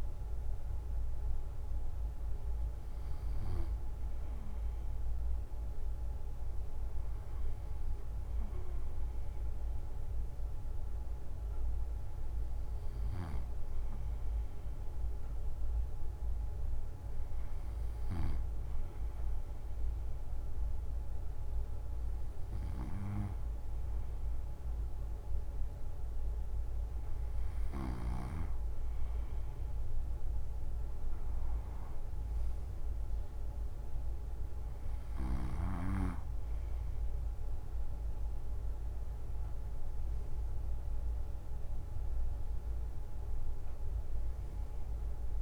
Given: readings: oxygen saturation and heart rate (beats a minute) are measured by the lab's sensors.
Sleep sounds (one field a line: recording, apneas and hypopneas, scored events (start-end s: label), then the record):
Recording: breathing in sleep by a room microphone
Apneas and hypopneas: none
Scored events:
12.50-27.50 s: snoring (device-marked)
From the record:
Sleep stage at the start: N2 (light sleep)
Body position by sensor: on the right side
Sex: male